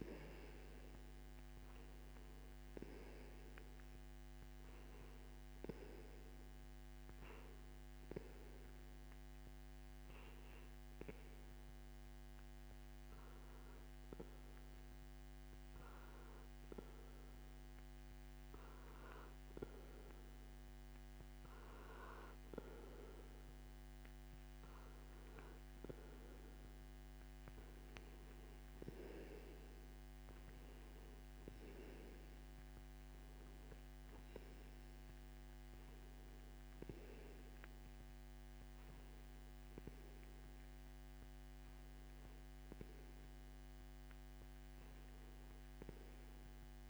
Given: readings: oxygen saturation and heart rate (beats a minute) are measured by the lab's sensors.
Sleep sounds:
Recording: breathing in sleep by a microphone on the trachea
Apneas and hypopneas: none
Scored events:
none scored
From the record:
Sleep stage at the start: N2 (light sleep)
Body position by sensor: on the back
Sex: male

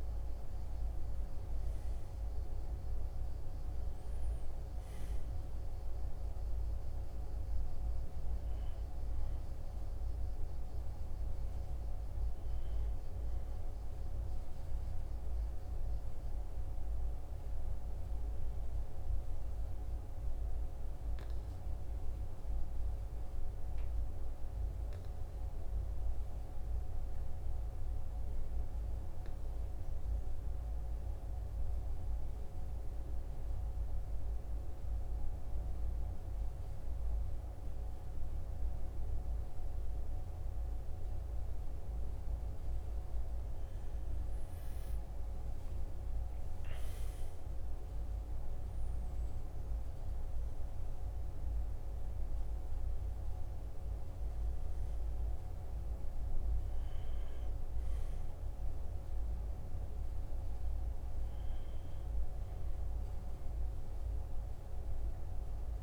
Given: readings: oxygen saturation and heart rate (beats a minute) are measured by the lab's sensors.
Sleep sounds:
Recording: breathing in sleep, hard to hear, by a room microphone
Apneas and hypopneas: 1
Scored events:
0.00-25.00 s: oxygen desaturation (device-marked, oxygen 97% before, 92% lowest, heart rate 47 before, 43 extreme)
20.00-43.00 s: obstructive apnea (oxygen 97% before, 92% lowest, heart rate 45 before, 42 extreme, up 5 after)
44.50-48.50 s: arousal
46.00-65.83 s: oxygen desaturation (device-marked, oxygen 97% before, 92% lowest, heart rate 47 before, 42 extreme)
From the record:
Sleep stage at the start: N2 (light sleep)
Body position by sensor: on the right side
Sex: male

